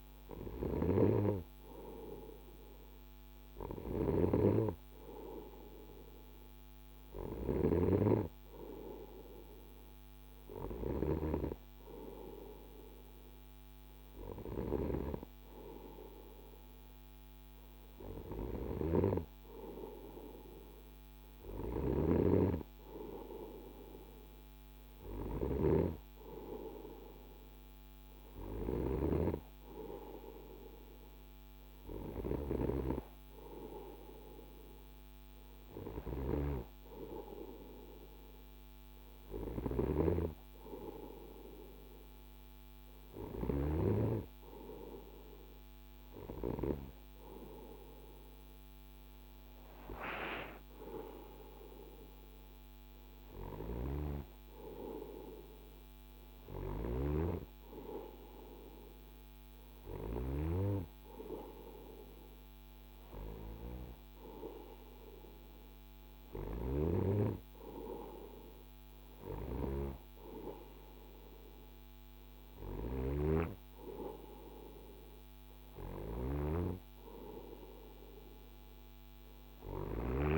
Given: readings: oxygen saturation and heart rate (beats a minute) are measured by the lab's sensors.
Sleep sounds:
breathing in sleep by a microphone on the trachea; none
21.00-25.00 s: snoring (device-marked)
38.50-43.00 s: snoring (device-marked)
From the record:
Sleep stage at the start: N2 (light sleep); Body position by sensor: on the right side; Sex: male

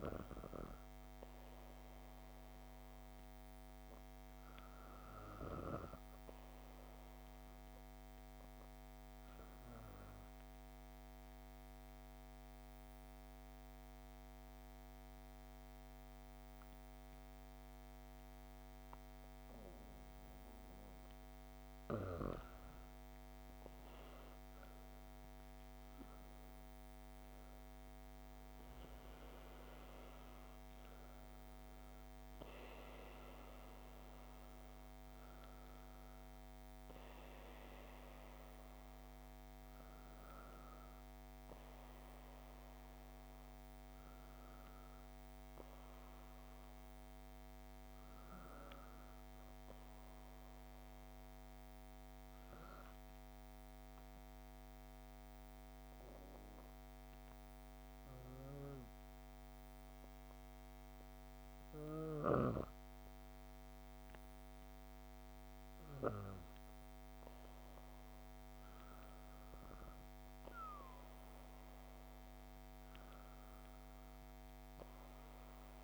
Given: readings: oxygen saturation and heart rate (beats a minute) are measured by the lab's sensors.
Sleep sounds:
breathing in sleep, hard to hear, by a microphone on the trachea; 2
9.00-20.50 s: obstructive apnea (oxygen 97% before, 95% lowest, heart rate 79 before, 57 extreme, up 25 after)
23.50-27.50 s: arousal
52.50-66.00 s: obstructive apnea (oxygen 98% before, 95% lowest, heart rate 69 before, 59 extreme, up 40 after)
67.00-70.00 s: arousal
From the record:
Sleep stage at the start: N2 (light sleep); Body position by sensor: on the back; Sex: female

